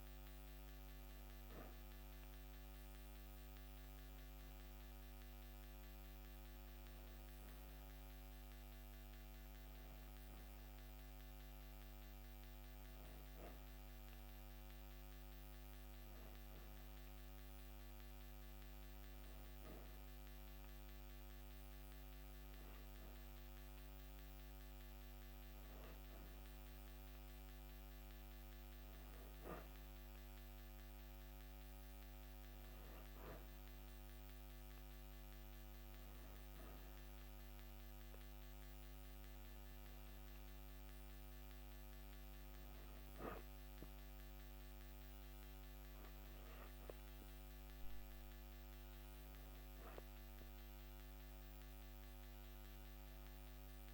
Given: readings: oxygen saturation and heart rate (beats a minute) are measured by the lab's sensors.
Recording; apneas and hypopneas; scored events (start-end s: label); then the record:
breathing in sleep, hard to hear, by a microphone on the trachea; none
52.50-53.94 s: arousal
From the record:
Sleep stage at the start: N2 (light sleep); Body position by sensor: on the back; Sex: female